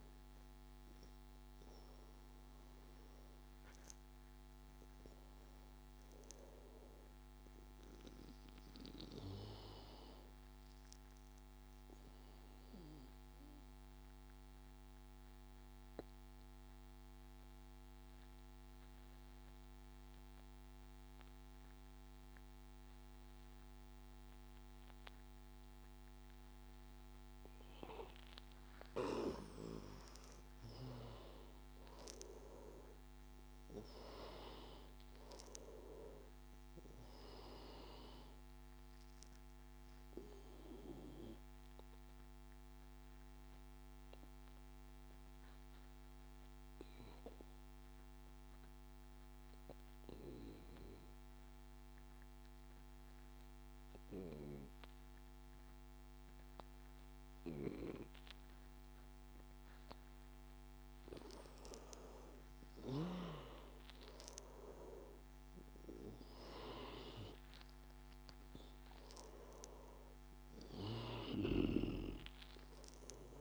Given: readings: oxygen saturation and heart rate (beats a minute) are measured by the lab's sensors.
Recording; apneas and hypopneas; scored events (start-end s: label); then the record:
breathing in sleep by a microphone on the trachea; 2
0.00-7.50 s: oxygen desaturation (device-marked, oxygen 92% lowest, heart rate 83 extreme)
12.00-29.00 s: obstructive apnea (oxygen 97% before, 89% lowest, heart rate 90 before, 83 extreme, up 6 after)
31.50-35.00 s: arousal
34.50-53.50 s: oxygen desaturation (device-marked, oxygen 99% before, 91% lowest, heart rate 86 before, 83 extreme)
40.00-60.50 s: obstructive apnea (oxygen 99% before, 89% lowest, heart rate 88 before, 83 extreme, up 5 after)
61.50-66.50 s: arousal
65.50-73.41 s: oxygen desaturation (device-marked, oxygen 98% before, 89% lowest, heart rate 85 before, 83 extreme)
From the record:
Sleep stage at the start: N2 (light sleep); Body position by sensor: on the back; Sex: male